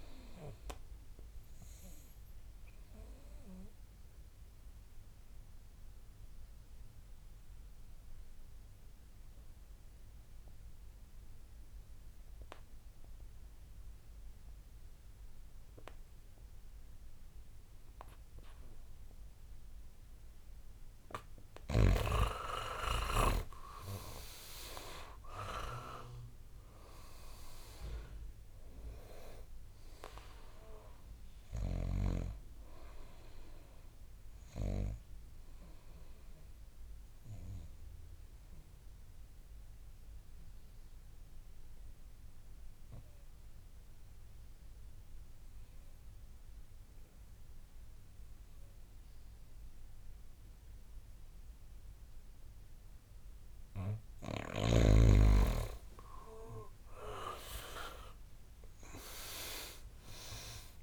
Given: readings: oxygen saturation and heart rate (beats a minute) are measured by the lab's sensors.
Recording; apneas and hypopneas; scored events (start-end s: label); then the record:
breathing in sleep by a room microphone; 2
0.00-18.00 s: oxygen desaturation (device-marked, oxygen 86% lowest, heart rate 55 extreme)
1.00-20.50 s: obstructive apnea (oxygen 100% before, 85% lowest, heart rate 74 before, 55 extreme, up 25 after)
25.00-28.50 s: arousal
30.00-50.00 s: oxygen desaturation (device-marked, oxygen 99% before, 88% lowest, heart rate 74 before, 55 extreme)
36.50-54.50 s: obstructive apnea (oxygen 99% before, 85% lowest, heart rate 75 before, 58 extreme, up 16 after)
56.50-60.50 s: arousal
From the record:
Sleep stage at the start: N2 (light sleep); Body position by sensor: on the back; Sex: male